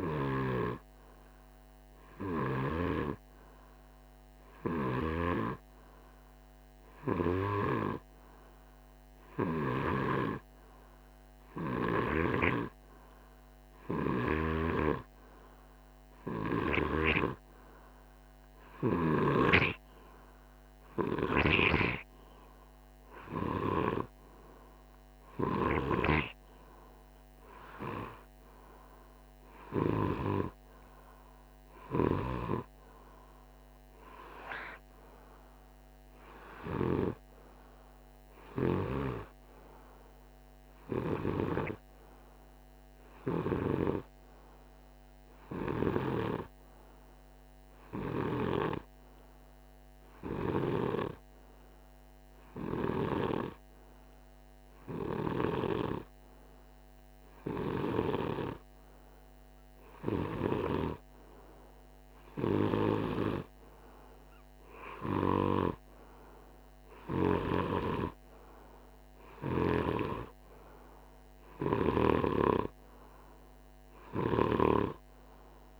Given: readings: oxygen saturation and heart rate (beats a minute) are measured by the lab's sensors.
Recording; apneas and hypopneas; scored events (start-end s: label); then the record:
breathing in sleep by a microphone on the trachea; 1
8.50-16.50 s: snoring (device-marked)
25.00-29.50 s: snoring (device-marked)
31.50-41.00 s: snoring (device-marked)
40.50-44.50 s: arousal
43.00-52.50 s: snoring (device-marked)
46.50-59.00 s: hypopnea (oxygen 96% before, 95% lowest, heart rate 52 before, 50 extreme, up 1 after)
60.50-64.50 s: arousal
66.50-71.50 s: snoring (device-marked)
From the record:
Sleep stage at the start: N2 (light sleep); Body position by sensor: on the right side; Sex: male